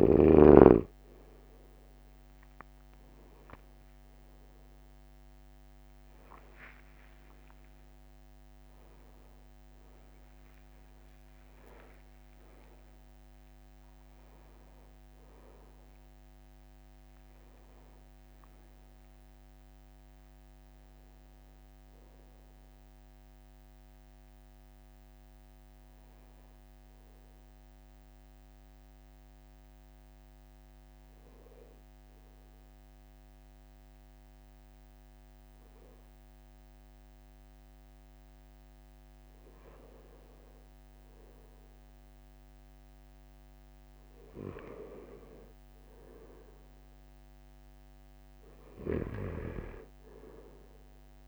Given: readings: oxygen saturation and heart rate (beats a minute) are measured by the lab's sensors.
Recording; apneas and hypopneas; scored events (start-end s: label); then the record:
breathing in sleep by a microphone on the trachea; 1
5.50-7.50 s: long interval between heartbeats (device-marked, heart rate 47 before, 50 extreme)
6.50-11.50 s: arousal
9.00-11.00 s: long interval between heartbeats (device-marked, heart rate 47 before, 51 extreme)
11.00-13.00 s: long interval between heartbeats (device-marked, heart rate 48 before, 61 extreme)
27.00-40.00 s: obstructive apnea (oxygen 95% before, 94% lowest, heart rate 57 before, 44 extreme, up 4 after)
43.50-48.00 s: arousal
From the record:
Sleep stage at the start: N2 (light sleep); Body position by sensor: on the right side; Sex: male